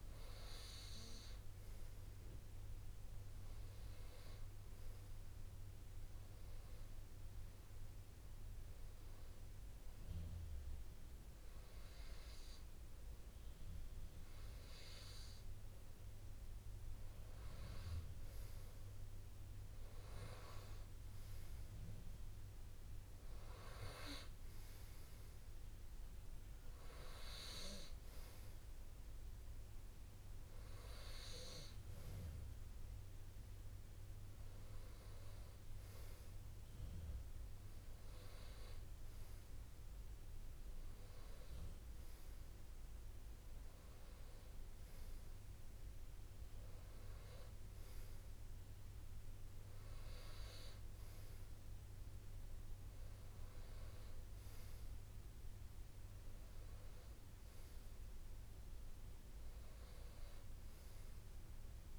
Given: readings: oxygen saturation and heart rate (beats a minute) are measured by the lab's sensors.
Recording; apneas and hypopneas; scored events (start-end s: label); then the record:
breathing in sleep by a room microphone; none
40.50-42.50 s: long interval between heartbeats (device-marked, heart rate 66 before, 74 extreme)
43.50-45.50 s: long interval between heartbeats (device-marked, heart rate 67 before, 80 extreme)
From the record:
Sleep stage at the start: N2 (light sleep); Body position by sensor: on the right side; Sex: male